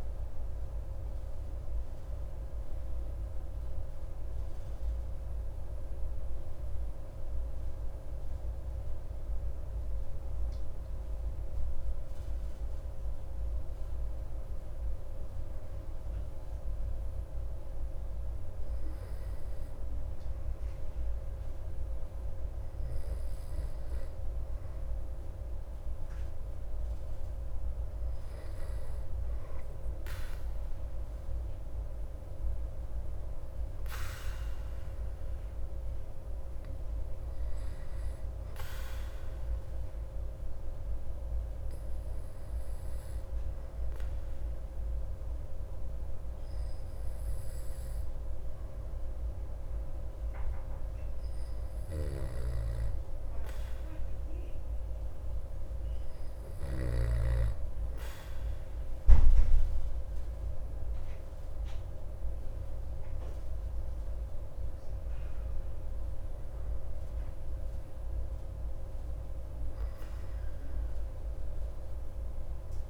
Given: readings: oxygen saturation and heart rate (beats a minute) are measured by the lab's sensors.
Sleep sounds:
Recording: breathing in sleep, hard to hear, by a room microphone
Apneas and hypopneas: 2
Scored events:
15.50-29.00 s: hypopnea (oxygen 95% before, 94% lowest)
31.50-35.50 s: arousal
40.00-53.50 s: hypopnea (oxygen 97% before, 94% lowest)
52.00-57.50 s: snoring (device-marked)
61.50-66.00 s: arousal
From the record:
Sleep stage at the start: N2 (light sleep)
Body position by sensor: on the back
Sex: male

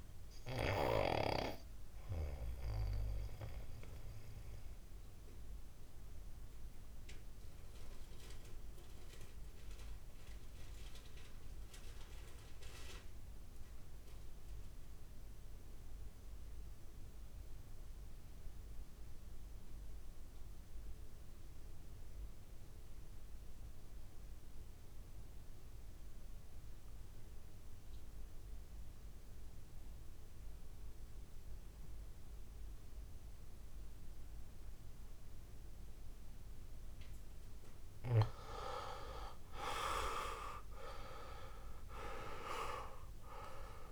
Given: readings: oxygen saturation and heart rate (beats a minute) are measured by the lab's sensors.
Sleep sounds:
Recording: breathing in sleep by a room microphone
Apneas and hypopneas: 1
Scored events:
0.00-19.00 s: oxygen desaturation (device-marked, oxygen 84% lowest, heart rate 54 extreme)
1.50-37.00 s: mixed apnea (oxygen 99% before, 84% lowest, heart rate 59 before, 54 extreme, up 10 after)
34.00-43.91 s: oxygen desaturation (device-marked, oxygen 99% before, 88% lowest, heart rate 60 before, 54 extreme)
39.50-43.50 s: arousal
From the record:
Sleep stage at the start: REM sleep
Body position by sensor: on the right side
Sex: male

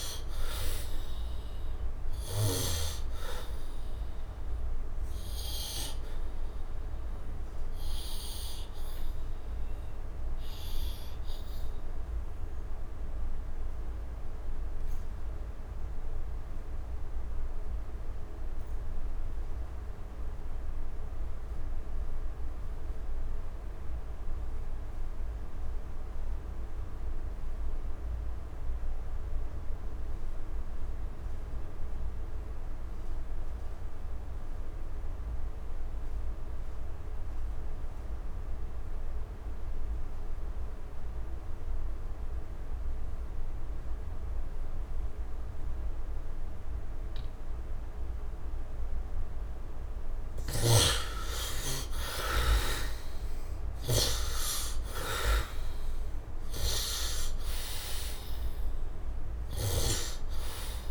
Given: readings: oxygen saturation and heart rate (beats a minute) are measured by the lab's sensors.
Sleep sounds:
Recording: breathing in sleep by a room microphone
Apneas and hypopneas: 2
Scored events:
1.50-13.50 s: obstructive apnea (oxygen 98% before, 68% lowest, heart rate 73 before, 68 extreme, up 0 after)
3.00-17.00 s: oxygen desaturation (device-marked, oxygen 98% before, 87% lowest, heart rate 74 before, 68 extreme)
15.00-18.00 s: arousal
21.50-48.00 s: obstructive apnea (oxygen 98% before, 68% lowest, heart rate 73 before, 68 extreme, up 19 after)
29.00-60.91 s: oxygen desaturation (device-marked, oxygen 98% before, 68% lowest, heart rate 71 before, 68 extreme)
49.50-53.50 s: snoring (device-marked)
50.00-54.00 s: arousal
From the record:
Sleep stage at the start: N2 (light sleep)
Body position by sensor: on the back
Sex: male

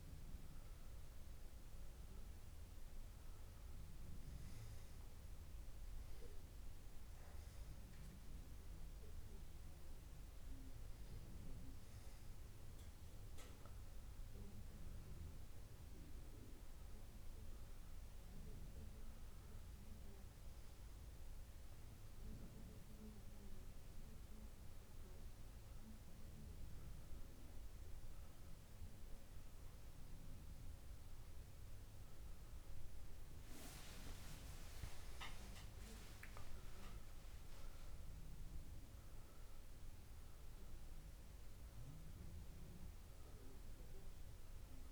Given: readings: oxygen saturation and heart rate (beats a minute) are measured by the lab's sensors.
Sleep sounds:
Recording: breathing in sleep by a room microphone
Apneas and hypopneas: none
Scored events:
0.50-2.50 s: long interval between heartbeats (device-marked)
2.50-4.50 s: long interval between heartbeats (device-marked)
3.50-5.50 s: tachycardia (device-marked)
4.50-6.50 s: long interval between heartbeats (device-marked)
7.50-9.50 s: long interval between heartbeats (device-marked, heart rate 37 before, 87 extreme)
11.00-13.00 s: long interval between heartbeats (device-marked, heart rate 48 before, 75 extreme)
12.50-29.50 s: tachycardia (device-marked)
16.00-18.00 s: long interval between heartbeats (device-marked, heart rate 65 before, 111 extreme)
19.00-21.00 s: long interval between heartbeats (device-marked, heart rate 81 before, 140 extreme)
21.50-23.50 s: long interval between heartbeats (device-marked, heart rate 99 before, 129 extreme)
27.00-29.00 s: long interval between heartbeats (device-marked, heart rate 113 before, 110 extreme)
29.00-31.00 s: long interval between heartbeats (device-marked, heart rate 113 before, 106 extreme)
31.50-33.50 s: long interval between heartbeats (device-marked, heart rate 117 before, 100 extreme)
35.00-37.00 s: long interval between heartbeats (device-marked, heart rate 119 before, 97 extreme)
36.00-40.00 s: arousal
36.50-43.50 s: tachycardia (device-marked, heart rate 31 before, 116 extreme)
37.50-39.50 s: long interval between heartbeats (device-marked, heart rate 117 before, 96 extreme)
40.00-42.00 s: long interval between heartbeats (device-marked, heart rate 113 before, 102 extreme)
From the record:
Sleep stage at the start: N1 (lightest sleep)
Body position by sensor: on the left side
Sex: male

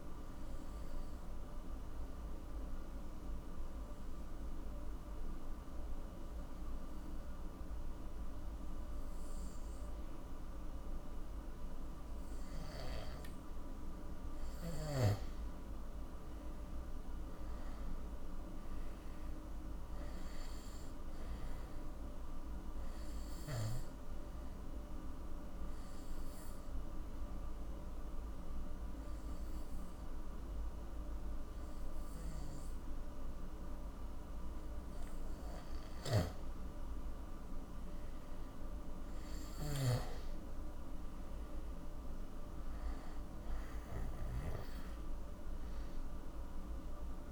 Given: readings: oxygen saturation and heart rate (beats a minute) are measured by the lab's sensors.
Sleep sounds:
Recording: breathing in sleep, hard to hear, by a room microphone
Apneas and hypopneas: 2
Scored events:
0.00-13.50 s: oxygen desaturation (device-marked, oxygen 89% lowest, heart rate 49 extreme)
0.50-14.00 s: obstructive apnea (oxygen 98% before, 89% lowest, heart rate 58 before, 51 extreme, up 11 after)
16.00-19.50 s: arousal
22.50-38.50 s: oxygen desaturation (device-marked, oxygen 98% before, 90% lowest, heart rate 58 before, 48 extreme)
23.50-36.50 s: obstructive apnea (oxygen 98% before, 90% lowest, heart rate 58 before, 48 extreme, up 17 after)
37.50-40.50 s: arousal
From the record:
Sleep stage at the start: N2 (light sleep)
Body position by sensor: on the back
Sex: male

